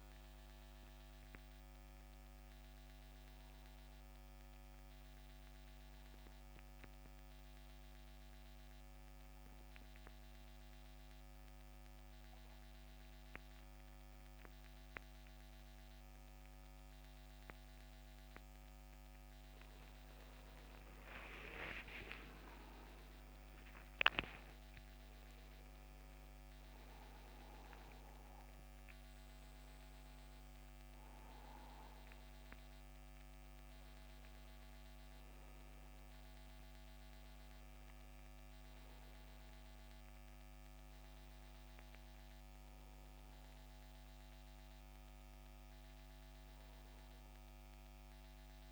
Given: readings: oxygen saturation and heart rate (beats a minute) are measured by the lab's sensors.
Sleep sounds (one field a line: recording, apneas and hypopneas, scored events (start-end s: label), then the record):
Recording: breathing in sleep, hard to hear, by a microphone on the trachea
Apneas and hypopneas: 1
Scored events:
2.00-6.00 s: arousal
8.00-19.50 s: central apnea (oxygen 96% before, 89% lowest, heart rate 80 before, 72 extreme, up 17 after)
20.50-47.50 s: oxygen desaturation (device-marked, oxygen 94% before, 89% lowest, heart rate 75 before, 80 extreme)
21.50-25.00 s: arousal
From the record:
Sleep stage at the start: N1 (lightest sleep)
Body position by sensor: on the back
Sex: male